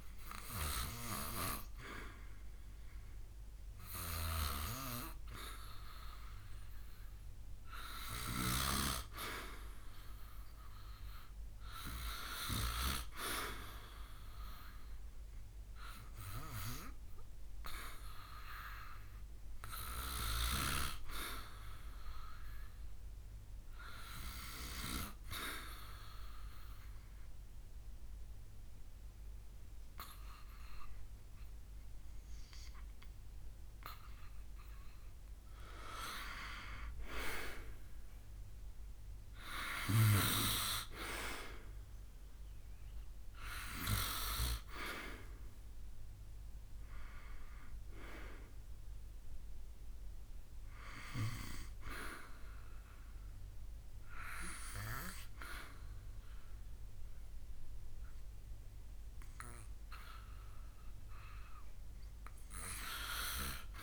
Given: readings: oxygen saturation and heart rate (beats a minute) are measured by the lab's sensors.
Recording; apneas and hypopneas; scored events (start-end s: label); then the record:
breathing in sleep by a room microphone; 1
24.50-35.00 s: obstructive apnea (oxygen 93% before, 88% lowest, heart rate 72 before, 72 extreme, up 5 after)
25.50-32.50 s: oxygen desaturation (device-marked, oxygen 92% before, 89% lowest, heart rate 73 before, 73 extreme)
36.00-40.00 s: arousal
From the record:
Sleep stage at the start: N2 (light sleep); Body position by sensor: on the back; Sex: male